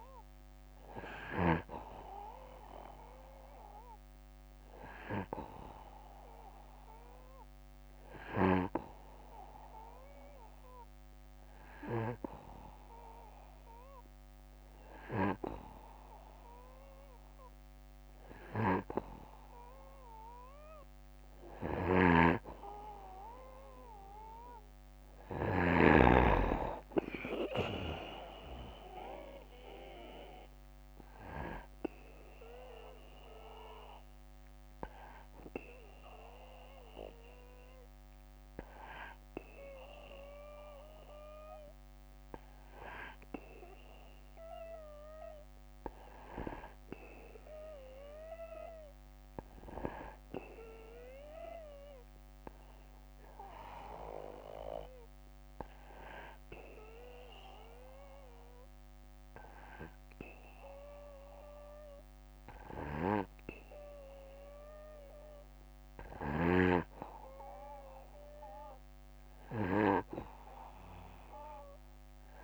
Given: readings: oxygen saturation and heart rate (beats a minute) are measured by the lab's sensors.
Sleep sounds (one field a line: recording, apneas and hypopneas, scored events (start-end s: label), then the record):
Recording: breathing in sleep by a microphone on the trachea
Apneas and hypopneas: 2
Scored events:
0.00-1.00 s: snoring (device-marked)
7.50-11.50 s: snoring (device-marked)
8.00-20.00 s: hypopnea (oxygen 96% before, 92% lowest, heart rate 63 before, 60 extreme, up 3 after)
21.00-25.00 s: snoring (device-marked)
22.00-25.50 s: arousal
49.00-52.00 s: arousal
53.50-65.50 s: obstructive apnea (oxygen 95% before, 89% lowest, heart rate 62 before, 62 extreme, up 1 after)
67.50-70.50 s: arousal
From the record:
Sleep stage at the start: N2 (light sleep)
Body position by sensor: on the back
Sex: male